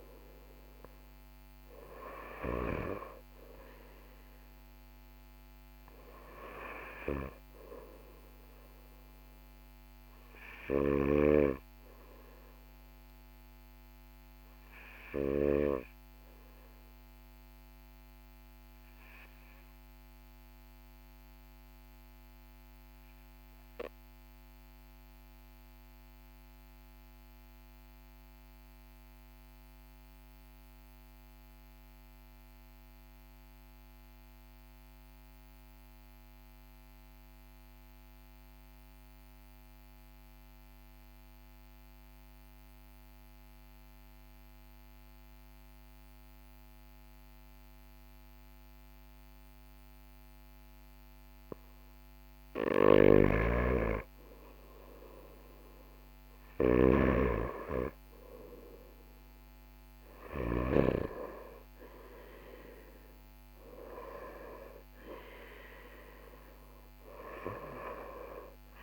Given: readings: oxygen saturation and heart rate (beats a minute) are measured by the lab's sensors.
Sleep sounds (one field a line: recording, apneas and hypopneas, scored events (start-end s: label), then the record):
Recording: breathing in sleep by a microphone on the trachea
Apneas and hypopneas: 1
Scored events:
20.50-51.00 s: obstructive apnea (oxygen 97% before, 94% lowest, heart rate 44 before, 42 extreme, up 3 after)
47.50-49.50 s: oxygen desaturation (device-marked, oxygen 99% before, 97% lowest, heart rate 42 before, 43 extreme)
52.50-60.50 s: snoring (device-marked)
55.00-61.00 s: arousal
From the record:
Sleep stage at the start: N2 (light sleep)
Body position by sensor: on the right side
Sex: male